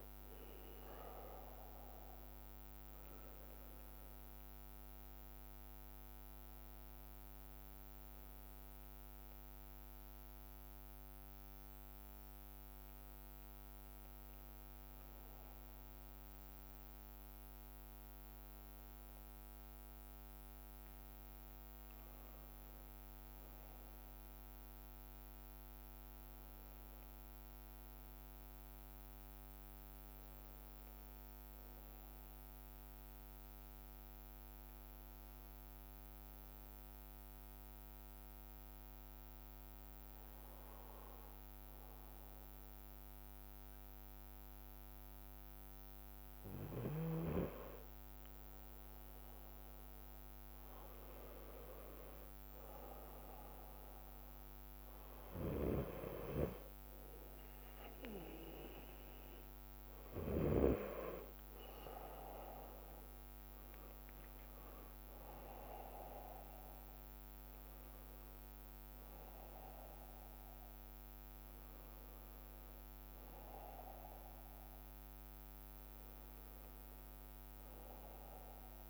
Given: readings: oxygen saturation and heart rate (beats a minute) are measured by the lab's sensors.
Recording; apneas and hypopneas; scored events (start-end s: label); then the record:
breathing in sleep by a microphone on the trachea; 2
0.00-3.00 s: arousal
0.00-3.50 s: drop in pulse transit time (device-marked, heart rate 58 extreme)
0.00-18.50 s: bradycardia (device-marked, heart rate 54 extreme)
7.50-19.00 s: hypopnea (oxygen 95% before, 90% lowest, heart rate 59 before, 55 extreme, up 14 after)
21.50-25.50 s: arousal
22.00-24.00 s: long interval between heartbeats (device-marked, heart rate 56 before, 64 extreme)
34.50-60.50 s: bradycardia (device-marked, heart rate 64 before, 56 extreme)
35.50-46.50 s: obstructive apnea (oxygen 95% before, 90% lowest, heart rate 61 before, 56 extreme, up 1 after)
48.50-78.50 s: oxygen desaturation (device-marked, oxygen 95% before, 90% lowest, heart rate 59 before, 56 extreme)
49.00-53.00 s: arousal
64.50-78.90 s: drop in pulse transit time (device-marked, heart rate 57 before, 57 extreme)
65.00-67.00 s: long interval between heartbeats (device-marked, heart rate 57 before, 78 extreme)
From the record:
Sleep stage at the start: N2 (light sleep); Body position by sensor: on the right side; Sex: male